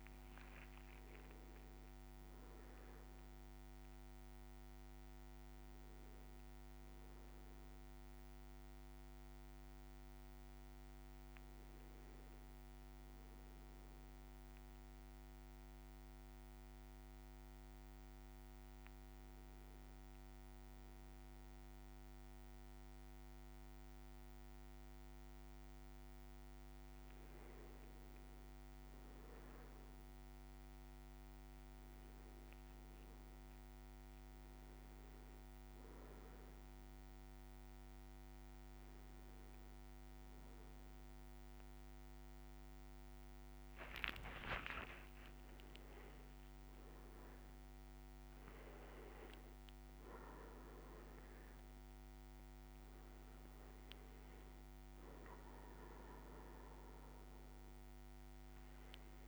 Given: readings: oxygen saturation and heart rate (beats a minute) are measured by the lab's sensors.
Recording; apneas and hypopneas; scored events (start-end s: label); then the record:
breathing in sleep, hard to hear, by a microphone on the trachea; 1
1.50-5.50 s: arousal
13.00-25.50 s: obstructive apnea (oxygen 99% before, 97% lowest, heart rate 64 before, 56 extreme, up 3 after)
29.50-30.50 s: leg movement (device-marked)
42.00-46.50 s: arousal
44.00-46.00 s: leg movement (device-marked)
From the record:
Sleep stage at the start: N1 (lightest sleep); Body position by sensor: on the back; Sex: male